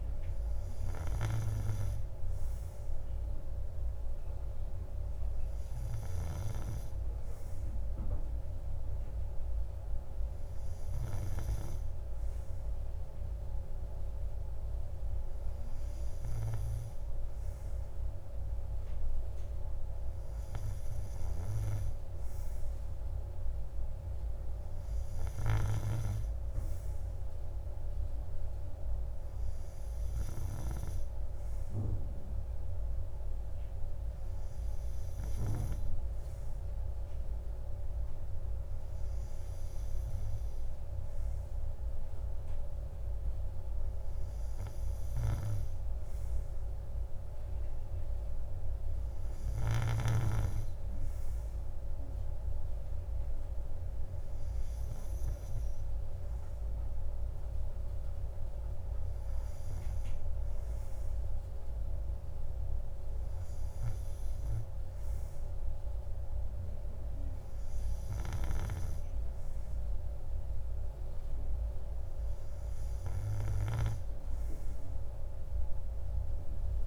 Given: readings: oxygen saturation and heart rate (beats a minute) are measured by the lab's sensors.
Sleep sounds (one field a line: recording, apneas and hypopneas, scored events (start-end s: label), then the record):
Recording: breathing in sleep by a room microphone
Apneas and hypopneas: none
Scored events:
none scored
From the record:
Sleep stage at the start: N2 (light sleep)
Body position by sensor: on the right side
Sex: male